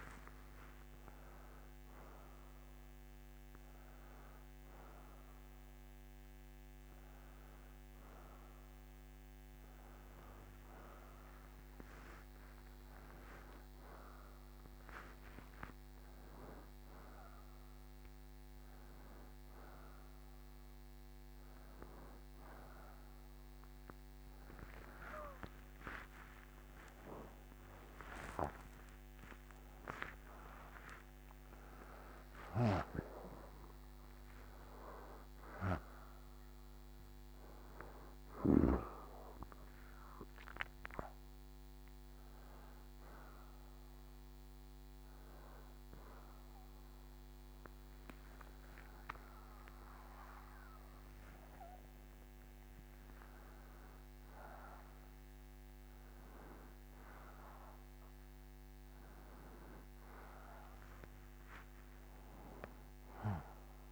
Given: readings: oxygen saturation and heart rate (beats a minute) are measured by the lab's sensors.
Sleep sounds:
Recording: a person awake in a sleep study, by a microphone on the trachea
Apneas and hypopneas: none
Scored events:
none scored
From the record:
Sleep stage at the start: awake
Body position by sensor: on the right side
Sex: male

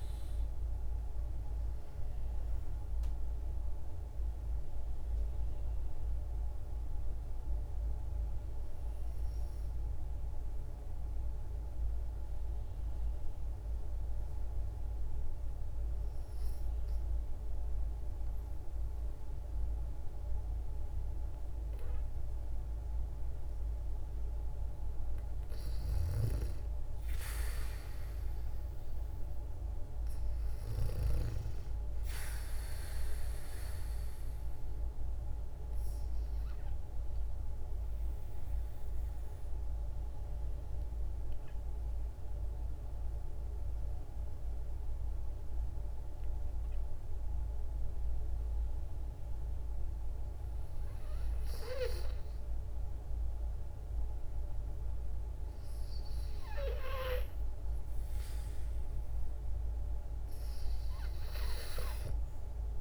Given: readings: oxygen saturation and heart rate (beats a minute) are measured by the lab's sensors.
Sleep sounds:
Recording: breathing in sleep by a room microphone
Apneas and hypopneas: 2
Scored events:
0.00-12.50 s: oxygen desaturation (device-marked, oxygen 91% lowest, heart rate 52 extreme)
5.00-24.00 s: obstructive apnea (oxygen 96% before, 91% lowest, heart rate 58 before, 54 extreme, up 2 after)
25.50-30.50 s: snoring (device-marked)
26.50-31.00 s: arousal
29.50-49.50 s: oxygen desaturation (device-marked, oxygen 97% before, 92% lowest, heart rate 59 before, 54 extreme)
36.00-52.00 s: obstructive apnea (oxygen 98% before, 92% lowest, heart rate 60 before, 54 extreme, up 5 after)
56.50-60.50 s: arousal
60.50-62.81 s: oxygen desaturation (device-marked, oxygen 96% before, 92% lowest, heart rate 57 before, 55 extreme)
From the record:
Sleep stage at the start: N2 (light sleep)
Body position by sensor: on the back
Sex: female

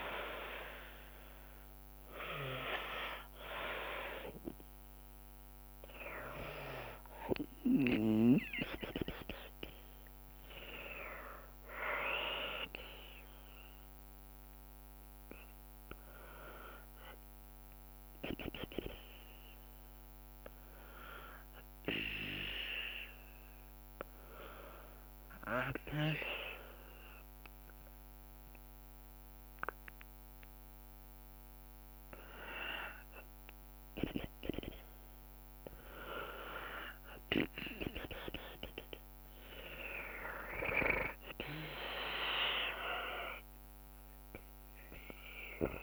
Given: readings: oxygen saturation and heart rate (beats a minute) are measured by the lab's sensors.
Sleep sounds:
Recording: breathing in sleep by a microphone on the trachea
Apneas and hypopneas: 1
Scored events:
7.50-13.50 s: tachycardia (device-marked, heart rate 76 before, 114 extreme)
8.50-21.50 s: drop in pulse transit time (device-marked, heart rate 69 before, 70 extreme)
9.00-14.50 s: arousal
22.00-32.50 s: hypopnea (oxygen 95% before, 92% lowest, heart rate 85 before, 63 extreme, up 18 after)
39.50-44.00 s: arousal
41.50-45.83 s: drop in pulse transit time (device-marked, heart rate 83 before, 66 extreme)
43.50-45.83 s: oxygen desaturation (device-marked, oxygen 95% before, 92% lowest, heart rate 85 before, 63 extreme)
From the record:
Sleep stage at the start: N2 (light sleep)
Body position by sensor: on the back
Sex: female

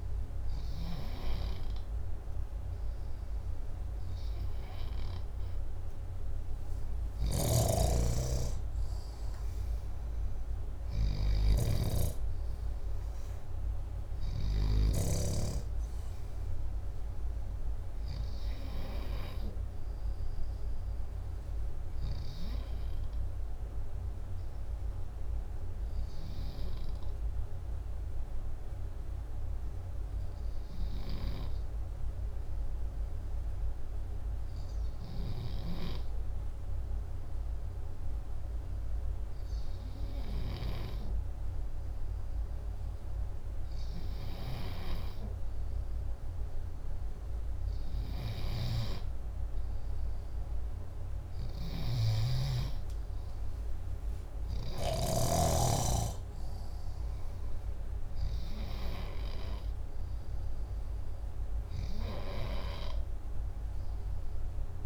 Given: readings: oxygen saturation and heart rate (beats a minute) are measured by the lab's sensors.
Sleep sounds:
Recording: breathing in sleep by a room microphone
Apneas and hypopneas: 1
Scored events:
6.50-14.00 s: snoring (device-marked)
23.00-39.00 s: hypopnea (oxygen 97% before, 93% lowest, heart rate 62 before, 59 extreme, up 1 after)
41.50-44.50 s: arousal
51.00-54.50 s: snoring (device-marked)
51.50-64.50 s: oxygen desaturation (device-marked, oxygen 97% before, 93% lowest, heart rate 60 before, 59 extreme)
From the record:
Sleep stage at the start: N2 (light sleep)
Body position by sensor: upright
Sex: male

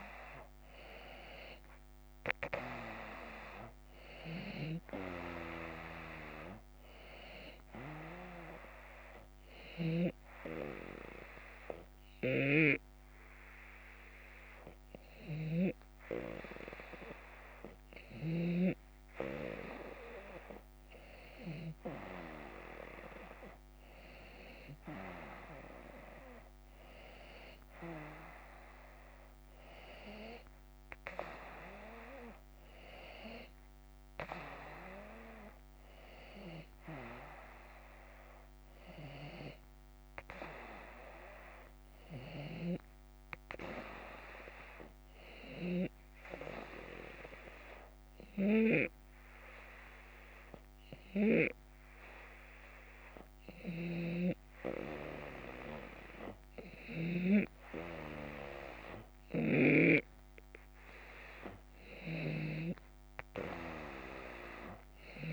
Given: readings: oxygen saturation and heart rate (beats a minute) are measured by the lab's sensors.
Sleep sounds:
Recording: breathing in sleep by a microphone on the trachea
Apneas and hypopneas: 2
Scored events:
9.00-19.00 s: hypopnea (oxygen 94% before, 92% lowest)
12.00-18.50 s: snoring (device-marked)
16.00-18.00 s: long interval between heartbeats (device-marked)
22.00-26.00 s: arousal
43.50-45.50 s: long interval between heartbeats (device-marked)
44.00-54.00 s: hypopnea (oxygen 94% before, 92% lowest)
49.50-51.50 s: long interval between heartbeats (device-marked)
53.50-57.00 s: snoring (device-marked)
57.00-61.50 s: arousal
59.00-65.33 s: snoring (device-marked)
From the record:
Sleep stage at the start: N2 (light sleep)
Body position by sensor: on the back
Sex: male

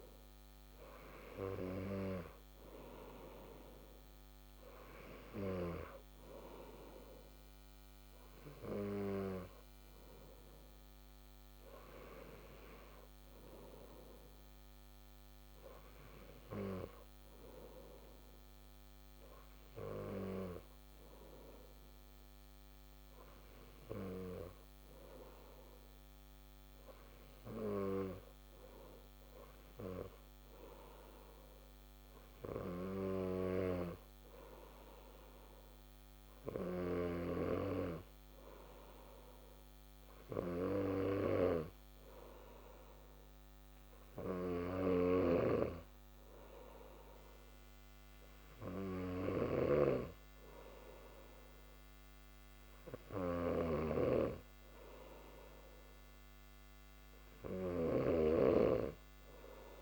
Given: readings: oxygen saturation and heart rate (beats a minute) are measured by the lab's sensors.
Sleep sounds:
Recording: breathing in sleep by a microphone on the trachea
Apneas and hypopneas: none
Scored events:
44.00-59.82 s: snoring (device-marked)
From the record:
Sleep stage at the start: N2 (light sleep)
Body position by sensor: on the back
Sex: male

